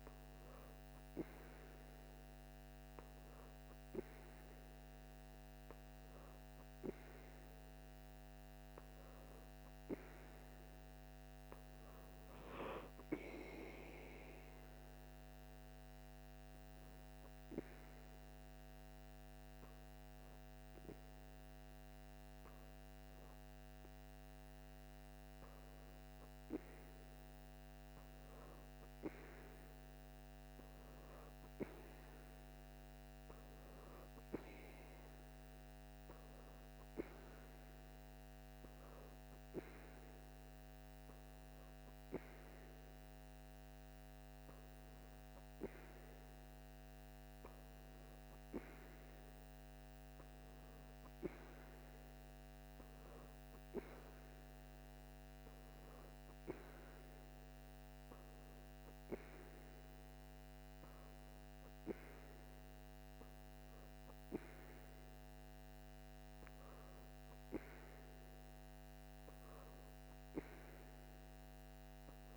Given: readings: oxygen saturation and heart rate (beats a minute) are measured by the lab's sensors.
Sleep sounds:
breathing in sleep by a microphone on the trachea; 1
16.50-27.00 s: hypopnea (oxygen 87% before, 87% lowest, heart rate 66 before, 70 extreme, up 29 after)
28.00-31.00 s: arousal
38.00-51.00 s: oxygen desaturation (device-marked, oxygen 91% before, 87% lowest, heart rate 130 before, 56 extreme)
From the record:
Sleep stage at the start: N2 (light sleep); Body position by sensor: on the right side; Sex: female

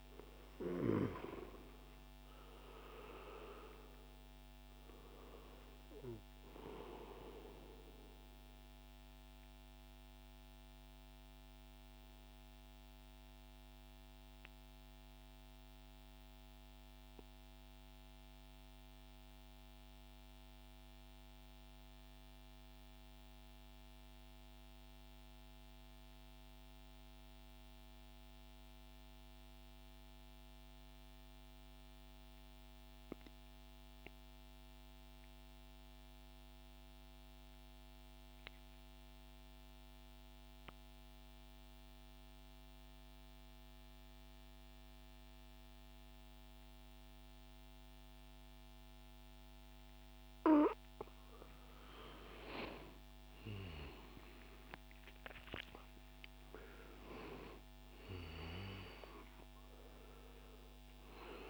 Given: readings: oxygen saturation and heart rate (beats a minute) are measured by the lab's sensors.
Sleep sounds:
breathing in sleep by a microphone on the trachea; 1
0.00-19.00 s: oxygen desaturation (device-marked, oxygen 91% lowest, heart rate 56 extreme)
8.50-51.50 s: mixed apnea (oxygen 97% before, 88% lowest, heart rate 72 before, 57 extreme, up 16 after)
39.00-61.50 s: oxygen desaturation (device-marked, oxygen 98% before, 88% lowest, heart rate 64 before, 57 extreme)
53.00-57.00 s: arousal
From the record:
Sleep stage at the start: N2 (light sleep); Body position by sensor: on the right side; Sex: male

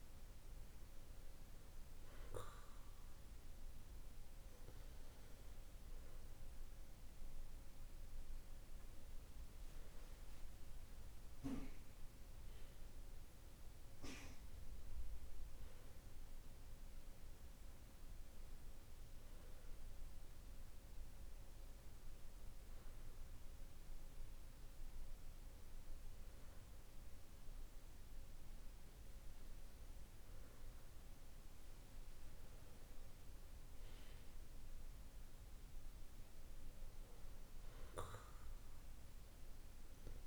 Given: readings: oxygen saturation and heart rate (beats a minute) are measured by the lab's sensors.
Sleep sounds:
breathing in sleep, hard to hear, by a room microphone; none
none scored
From the record:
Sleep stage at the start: N2 (light sleep); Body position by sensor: on the back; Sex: male

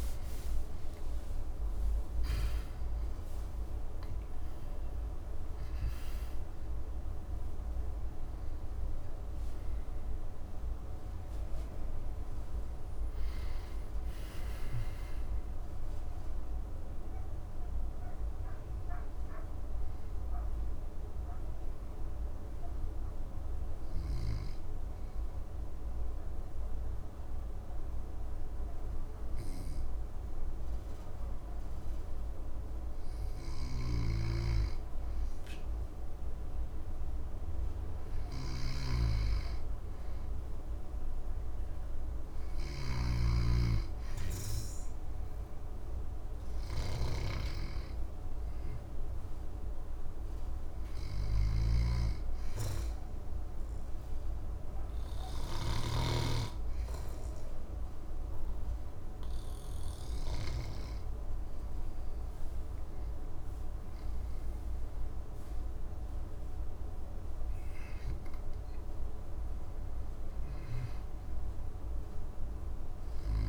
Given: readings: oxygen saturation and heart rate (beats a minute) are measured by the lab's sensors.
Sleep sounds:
breathing in sleep by a room microphone; 2
0.00-4.00 s: arousal
15.50-34.50 s: oxygen desaturation (device-marked, oxygen 94% before, 91% lowest, heart rate 70 before, 58 extreme)
19.50-34.50 s: obstructive apnea (oxygen 95% before, 91% lowest, heart rate 71 before, 58 extreme, up 4 after)
33.00-60.50 s: snoring (device-marked)
37.00-39.50 s: arousal
49.00-61.50 s: hypopnea (oxygen 100% before, 97% lowest, heart rate 61 before, 63 extreme, up 9 after)
62.50-67.50 s: arousal
70.00-73.49 s: snoring (device-marked)
From the record:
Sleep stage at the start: N2 (light sleep); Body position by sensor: on the back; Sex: male

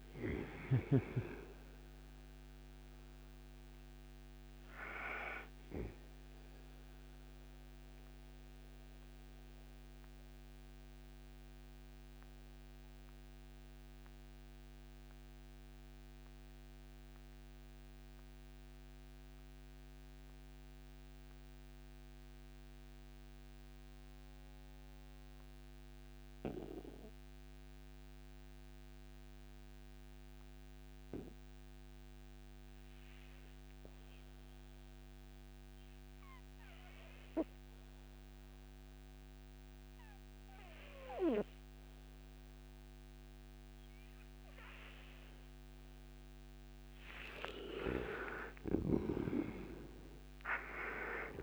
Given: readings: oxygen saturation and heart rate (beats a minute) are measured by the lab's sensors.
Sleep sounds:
breathing in sleep by a microphone on the trachea; 1
0.00-32.00 s: oxygen desaturation (device-marked, oxygen 79% lowest, heart rate 58 extreme)
6.00-46.00 s: mixed apnea (oxygen 97% before, 79% lowest, heart rate 77 before, 58 extreme, up 43 after)
44.00-51.43 s: oxygen desaturation (device-marked, oxygen 99% before, 79% lowest, heart rate 61 before, 58 extreme)
47.50-51.43 s: arousal
48.00-51.43 s: snoring (device-marked)
From the record:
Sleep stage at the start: N2 (light sleep); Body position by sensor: on the right side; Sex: male

